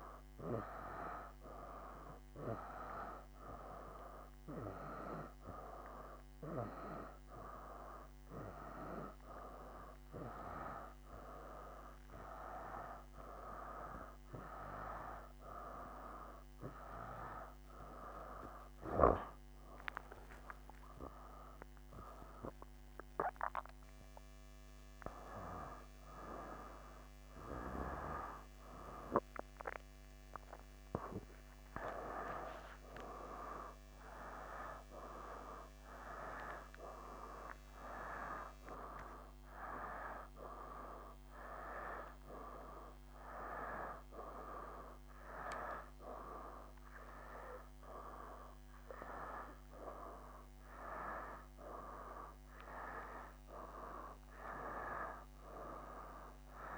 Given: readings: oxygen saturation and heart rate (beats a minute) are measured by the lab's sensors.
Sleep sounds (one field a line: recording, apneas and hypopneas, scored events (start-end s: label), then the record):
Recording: breathing in sleep by a microphone on the trachea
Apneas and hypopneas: none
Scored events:
none scored
From the record:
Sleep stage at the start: N2 (light sleep)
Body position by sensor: on the back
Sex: male